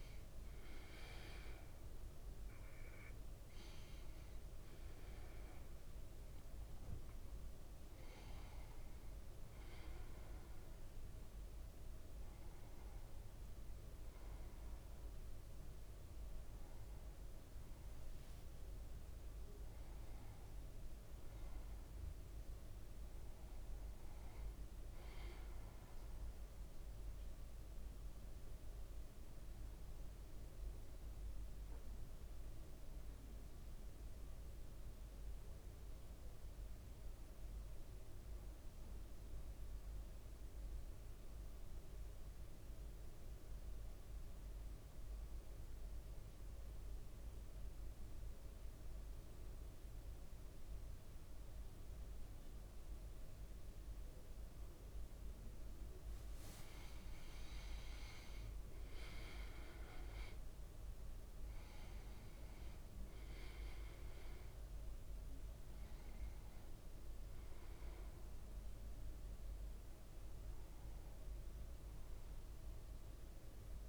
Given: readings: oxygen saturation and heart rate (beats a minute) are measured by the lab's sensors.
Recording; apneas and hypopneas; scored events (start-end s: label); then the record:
breathing in sleep, hard to hear, by a room microphone; 1
0.00-29.00 s: oxygen desaturation (device-marked, oxygen 95% lowest, heart rate 55 extreme)
25.00-29.00 s: arousal
31.00-55.50 s: central apnea (oxygen 100% before, 93% lowest, heart rate 58 before, 54 extreme, up 5 after)
55.50-58.00 s: leg movement (device-marked)
56.00-73.89 s: oxygen desaturation (device-marked, oxygen 100% before, 93% lowest, heart rate 56 before, 53 extreme)
57.00-62.00 s: arousal
From the record:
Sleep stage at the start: N1 (lightest sleep); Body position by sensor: on the back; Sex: male